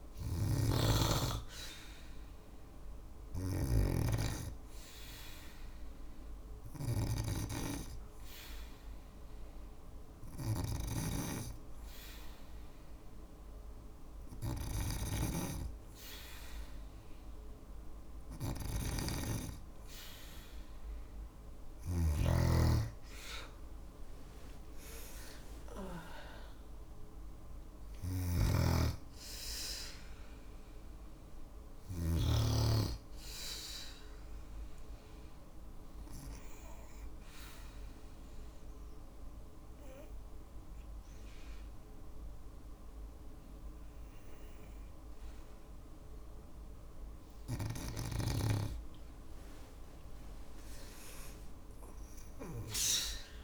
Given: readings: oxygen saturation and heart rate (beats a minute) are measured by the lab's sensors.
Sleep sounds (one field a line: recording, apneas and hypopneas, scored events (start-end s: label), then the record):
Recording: breathing in sleep by a room microphone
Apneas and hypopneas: 2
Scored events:
0.00-6.50 s: snoring (device-marked)
2.00-14.50 s: hypopnea (oxygen 96% before, 93% lowest, heart rate 56 before, 54 extreme, up 2 after)
3.00-16.00 s: oxygen desaturation (device-marked, oxygen 96% before, 93% lowest, heart rate 56 before, 54 extreme)
14.00-31.50 s: snoring (device-marked)
19.50-23.50 s: arousal
33.00-45.50 s: obstructive apnea (oxygen 95% before, 94% lowest, heart rate 57 before, 53 extreme, up 5 after)
47.00-53.44 s: snoring (device-marked)
50.50-53.44 s: arousal
From the record:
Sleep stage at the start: N2 (light sleep)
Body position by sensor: on the back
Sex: female